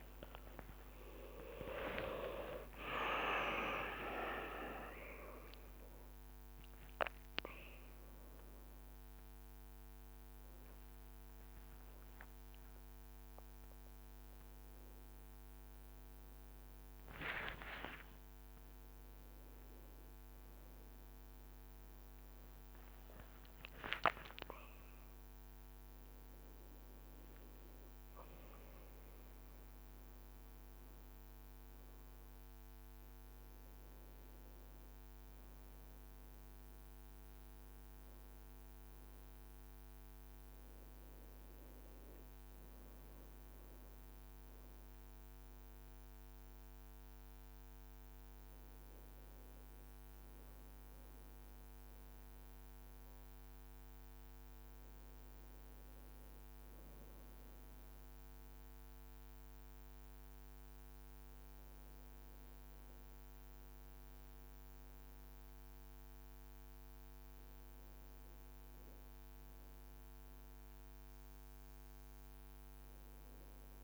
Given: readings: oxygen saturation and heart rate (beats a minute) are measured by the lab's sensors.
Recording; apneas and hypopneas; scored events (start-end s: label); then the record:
a person awake in a sleep study, by a microphone on the trachea; 1
1.50-3.50 s: long interval between heartbeats (device-marked, heart rate 114 before, 94 extreme)
16.50-18.50 s: leg movement (device-marked)
21.50-24.50 s: leg movement (device-marked)
23.50-25.50 s: long interval between heartbeats (device-marked, heart rate 71 before, 89 extreme)
44.50-73.84 s: new sleep stage, N1 (lightest sleep)
46.00-60.50 s: hypopnea (oxygen 99% before, 94% lowest, heart rate 72 before, 65 extreme, up 1 after)
57.50-66.00 s: leg movement (device-marked)
57.50-70.50 s: oxygen desaturation (device-marked, oxygen 98% before, 95% lowest, heart rate 65 before, 65 extreme)
63.00-67.50 s: arousal
From the record:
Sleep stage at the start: awake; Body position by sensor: on the back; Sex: male